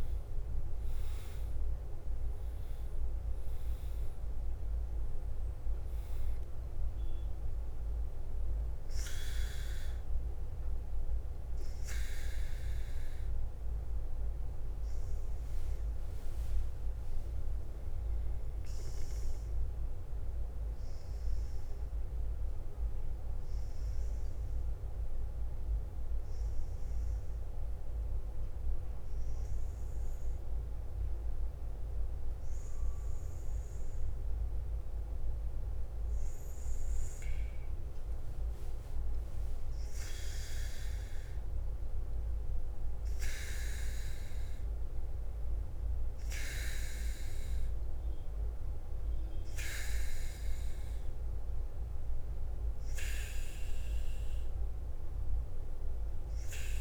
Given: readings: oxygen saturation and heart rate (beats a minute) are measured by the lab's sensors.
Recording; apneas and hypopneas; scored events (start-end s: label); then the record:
breathing in sleep by a room microphone; 1
0.00-56.81 s: bradycardia (device-marked, heart rate 44 extreme)
20.00-37.50 s: obstructive apnea (oxygen 98% before, 93% lowest, heart rate 55 before, 49 extreme, up 5 after)
22.50-38.50 s: oxygen desaturation (device-marked, oxygen 97% before, 93% lowest, heart rate 54 before, 49 extreme)
39.50-43.50 s: arousal
From the record:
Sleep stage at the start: N2 (light sleep); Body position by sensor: on the back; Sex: male